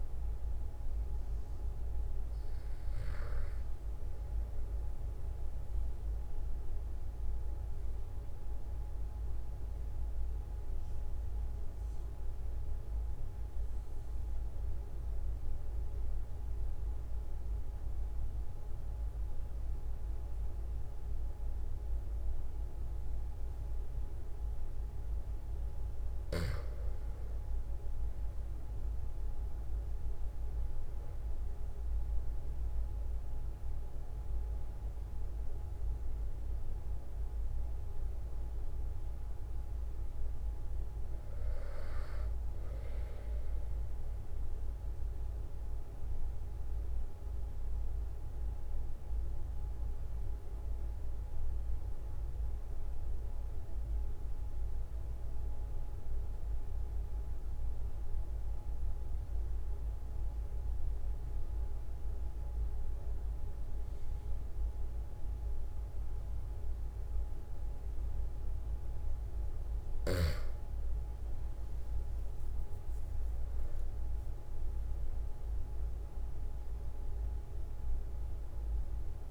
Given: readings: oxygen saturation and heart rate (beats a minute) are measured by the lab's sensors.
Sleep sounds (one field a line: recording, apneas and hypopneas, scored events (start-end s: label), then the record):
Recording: breathing in sleep, hard to hear, by a room microphone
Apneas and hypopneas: 2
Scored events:
7.00-26.00 s: obstructive apnea (oxygen 96% before, 93% lowest, heart rate 44 before, 42 extreme, up 4 after)
27.00-31.50 s: arousal
44.50-69.00 s: obstructive apnea (oxygen 96% before, 93% lowest, heart rate 46 before, 42 extreme, up 5 after)
71.50-75.50 s: arousal
From the record:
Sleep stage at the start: N2 (light sleep)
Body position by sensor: on the back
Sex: male